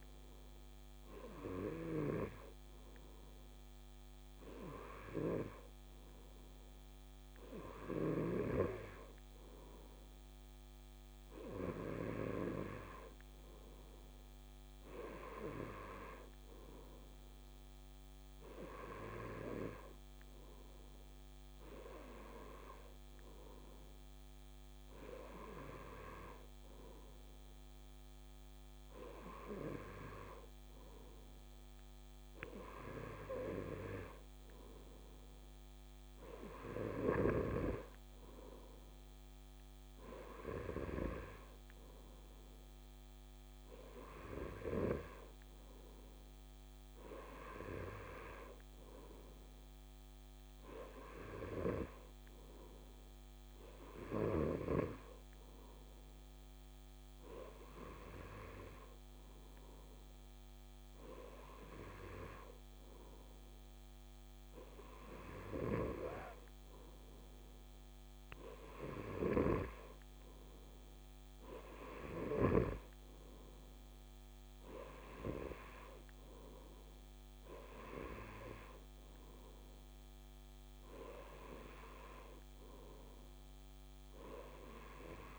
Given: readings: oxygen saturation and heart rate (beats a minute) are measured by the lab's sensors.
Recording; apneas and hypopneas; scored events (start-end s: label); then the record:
breathing in sleep by a microphone on the trachea; none
none scored
From the record:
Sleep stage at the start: N2 (light sleep); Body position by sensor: on the right side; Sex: male